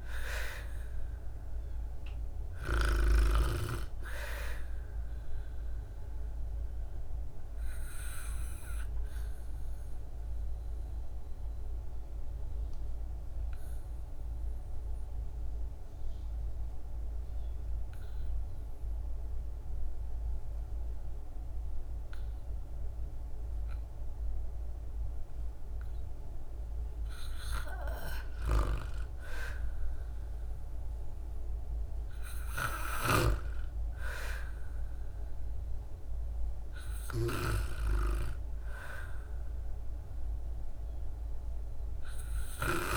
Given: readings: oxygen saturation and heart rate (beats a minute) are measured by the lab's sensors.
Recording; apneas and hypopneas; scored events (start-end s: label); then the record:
breathing in sleep by a room microphone; 1
0.00-19.00 s: oxygen desaturation (device-marked, oxygen 84% lowest, heart rate 59 extreme)
5.50-27.00 s: obstructive apnea (oxygen 96% before, 84% lowest, heart rate 57 before, 59 extreme, up 2 after)
31.00-35.00 s: arousal
31.00-42.97 s: oxygen desaturation (device-marked, oxygen 98% before, 87% lowest, heart rate 61 before, 59 extreme)
From the record:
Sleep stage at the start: REM sleep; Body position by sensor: on the back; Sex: female